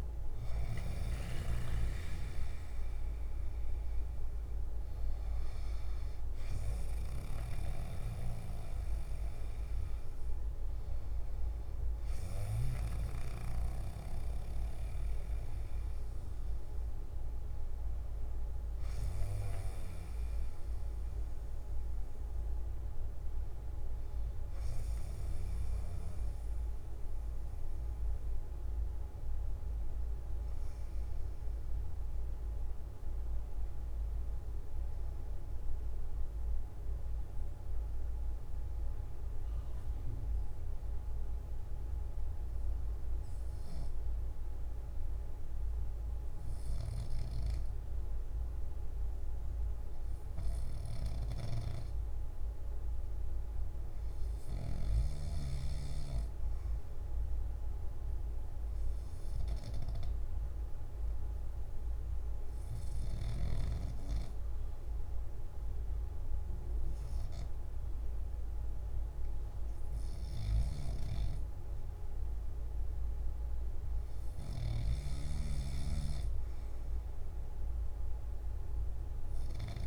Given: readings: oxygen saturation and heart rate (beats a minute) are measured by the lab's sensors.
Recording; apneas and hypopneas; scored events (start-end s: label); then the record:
breathing in sleep by a room microphone; 1
0.00-23.50 s: oxygen desaturation (device-marked, oxygen 88% lowest, heart rate 59 extreme)
21.50-79.87 s: new sleep stage, N1 (lightest sleep)
33.50-73.50 s: obstructive apnea (oxygen 99% before, 89% lowest, heart rate 67 before, 52 extreme, up 2 after)
53.50-79.87 s: oxygen desaturation (device-marked, oxygen 98% before, 91% lowest, heart rate 61 before, 52 extreme)
From the record:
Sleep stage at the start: N3 (deep sleep); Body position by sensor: on the back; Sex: male